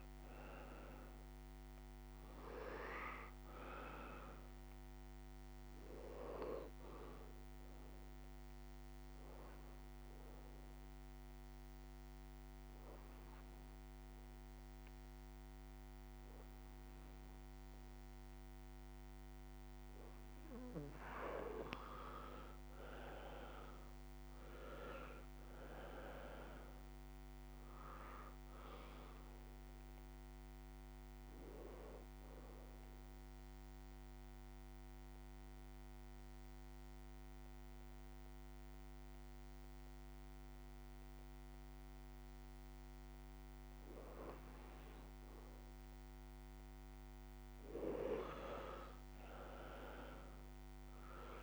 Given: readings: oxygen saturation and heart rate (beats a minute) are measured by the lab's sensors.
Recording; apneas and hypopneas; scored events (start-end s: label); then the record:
breathing in sleep by a microphone on the trachea; 2
1.50-5.00 s: arousal
5.50-15.50 s: oxygen desaturation (device-marked, oxygen 94% before, 88% lowest)
8.50-20.00 s: obstructive apnea (oxygen 98% before, 88% lowest)
23.50-27.50 s: arousal
24.50-43.50 s: oxygen desaturation (device-marked, oxygen 95% before, 89% lowest)
32.50-43.50 s: obstructive apnea (oxygen 95% before, 89% lowest)
45.50-48.50 s: arousal
45.50-51.43 s: oxygen desaturation (device-marked, oxygen 98% before, 89% lowest)
From the record:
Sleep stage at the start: N2 (light sleep); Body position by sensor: on the back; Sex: male